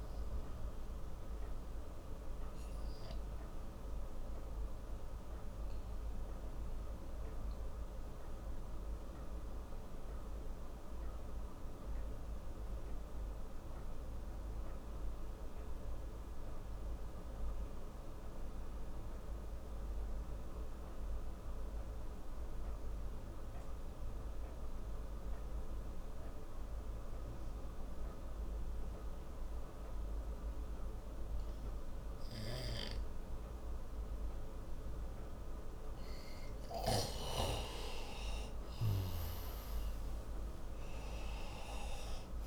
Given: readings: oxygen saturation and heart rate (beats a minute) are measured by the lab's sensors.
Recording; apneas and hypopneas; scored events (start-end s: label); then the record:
breathing in sleep by a room microphone; 1
0.00-15.50 s: oxygen desaturation (device-marked, oxygen 90% lowest)
1.50-35.50 s: obstructive apnea (oxygen 98% before, 88% lowest)
30.50-42.47 s: oxygen desaturation (device-marked, oxygen 97% before, 88% lowest)
37.00-42.00 s: arousal
37.00-42.47 s: snoring (device-marked)
From the record:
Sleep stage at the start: N2 (light sleep); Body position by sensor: on the right side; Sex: male